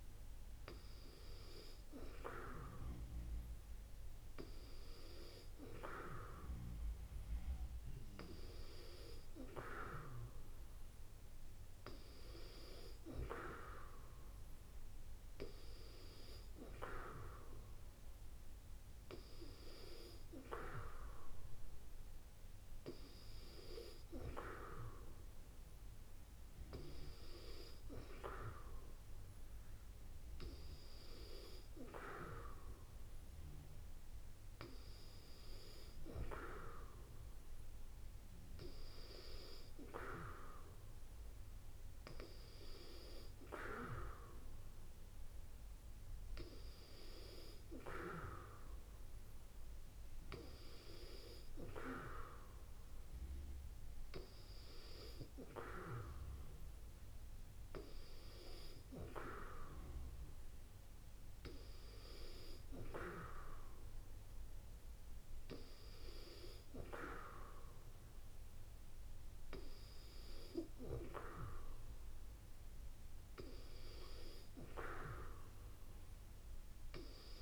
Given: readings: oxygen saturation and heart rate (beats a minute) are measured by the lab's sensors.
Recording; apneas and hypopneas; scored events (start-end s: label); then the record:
breathing in sleep by a room microphone; none
none scored
From the record:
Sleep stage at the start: N2 (light sleep); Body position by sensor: on the back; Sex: female